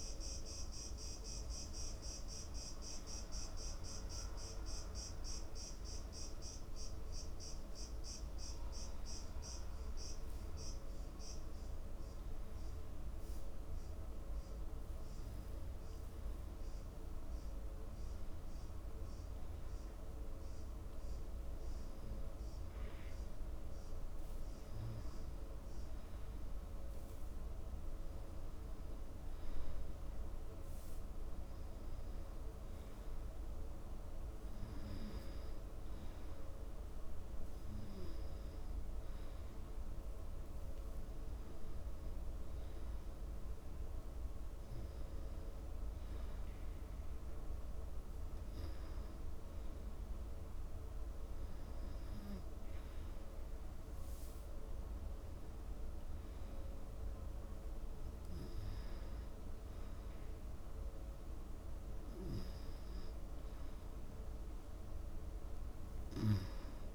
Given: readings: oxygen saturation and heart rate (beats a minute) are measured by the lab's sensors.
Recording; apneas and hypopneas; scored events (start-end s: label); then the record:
breathing in sleep, hard to hear, by a room microphone; none
26.00-66.95 s: new sleep stage, N2 (light sleep)
From the record:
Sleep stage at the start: N1 (lightest sleep); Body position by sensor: on the right side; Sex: male